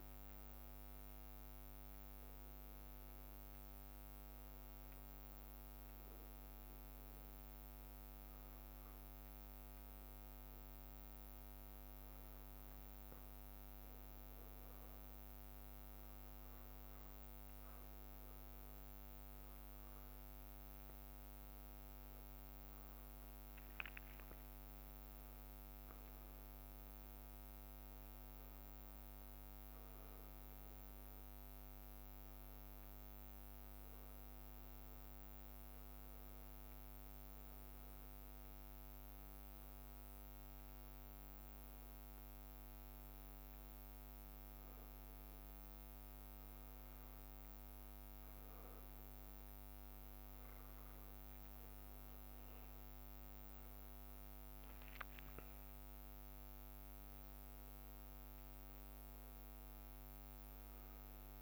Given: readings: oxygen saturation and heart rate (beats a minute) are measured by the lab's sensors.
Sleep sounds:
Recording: a person awake in a sleep study, hard to hear, by a microphone on the trachea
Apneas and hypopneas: none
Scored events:
0.00-6.50 s: leg movement (device-marked)
7.00-13.00 s: leg movement (device-marked)
15.00-21.50 s: leg movement (device-marked)
23.00-30.50 s: leg movement (device-marked)
31.50-39.00 s: leg movement (device-marked)
40.50-48.00 s: leg movement (device-marked)
48.50-55.50 s: leg movement (device-marked)
57.00-61.42 s: leg movement (device-marked)
From the record:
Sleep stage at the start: awake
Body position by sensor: on the back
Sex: male

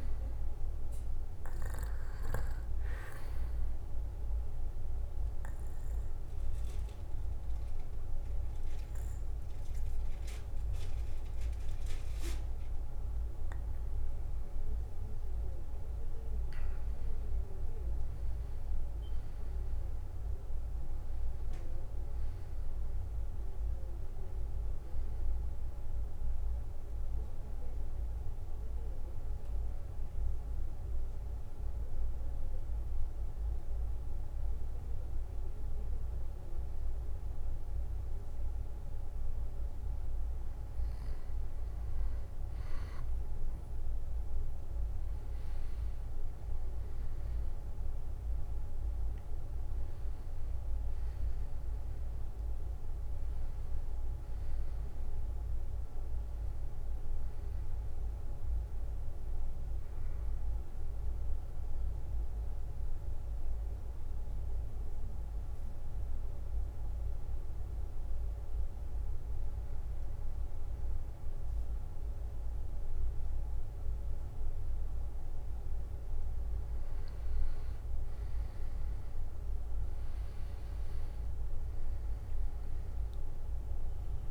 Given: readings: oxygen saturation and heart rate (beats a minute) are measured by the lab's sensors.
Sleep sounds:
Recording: breathing in sleep, hard to hear, by a room microphone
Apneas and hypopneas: 3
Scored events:
0.00-15.50 s: oxygen desaturation (device-marked, oxygen 89% lowest, heart rate 55 extreme)
5.00-15.00 s: central apnea (oxygen 97% before, 89% lowest, heart rate 65 before, 55 extreme, up 14 after)
17.50-22.50 s: arousal
29.00-40.00 s: central apnea (oxygen 98% before, 92% lowest, heart rate 62 before, 57 extreme, up 10 after)
45.50-64.50 s: oxygen desaturation (device-marked, oxygen 97% before, 92% lowest, heart rate 60 before, 53 extreme)
46.50-51.50 s: arousal
62.50-75.50 s: mixed apnea (oxygen 97% before, 92% lowest, heart rate 66 before, 54 extreme, up 17 after)
78.50-84.31 s: arousal
81.50-84.31 s: oxygen desaturation (device-marked, oxygen 97% before, 92% lowest, heart rate 59 before, 55 extreme)
From the record:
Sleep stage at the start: N2 (light sleep)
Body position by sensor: on the back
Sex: male

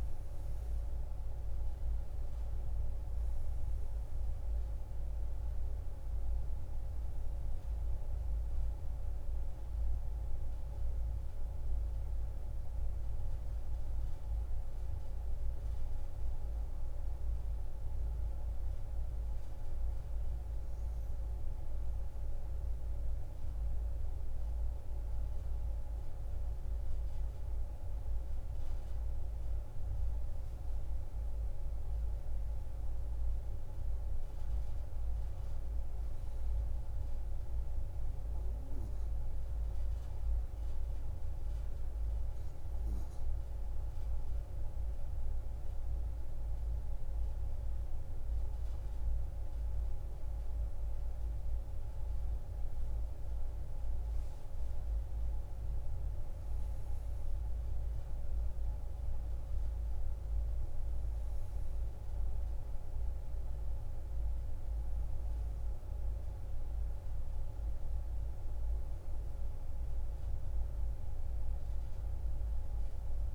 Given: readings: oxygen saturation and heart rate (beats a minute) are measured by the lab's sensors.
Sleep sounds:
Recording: breathing in sleep, hard to hear, by a room microphone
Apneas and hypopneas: 2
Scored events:
0.00-17.50 s: oxygen desaturation (device-marked, oxygen 90% lowest)
18.00-30.50 s: obstructive apnea (oxygen 95% before, 92% lowest)
32.00-35.50 s: arousal
43.50-54.00 s: obstructive apnea (oxygen 97% before, 92% lowest)
54.50-58.00 s: arousal
62.50-73.34 s: oxygen desaturation (device-marked, oxygen 96% before, 92% lowest)
From the record:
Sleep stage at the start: N2 (light sleep)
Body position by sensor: on the back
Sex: female

